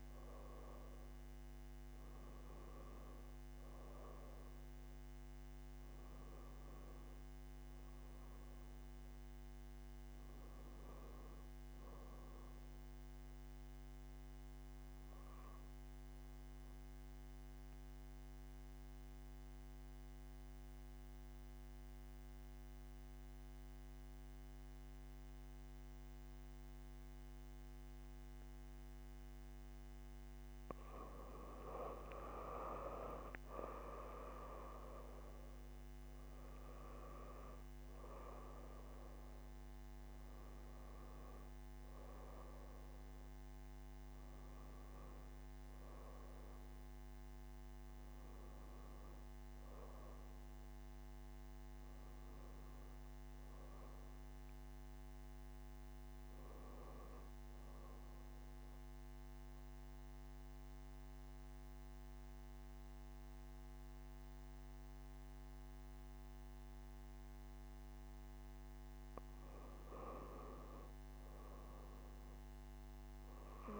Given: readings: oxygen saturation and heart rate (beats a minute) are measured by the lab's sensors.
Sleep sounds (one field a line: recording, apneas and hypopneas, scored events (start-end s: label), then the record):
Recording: breathing in sleep by a microphone on the trachea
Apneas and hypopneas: 2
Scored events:
0.50-14.50 s: oxygen desaturation (device-marked, oxygen 95% before, 91% lowest)
15.50-31.50 s: central apnea (oxygen 95% before, 87% lowest)
35.00-39.00 s: arousal
36.50-59.50 s: oxygen desaturation (device-marked, oxygen 95% before, 87% lowest)
57.50-69.50 s: central apnea (oxygen 95% before, 90% lowest)
From the record:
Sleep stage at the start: N2 (light sleep)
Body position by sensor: on the back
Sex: female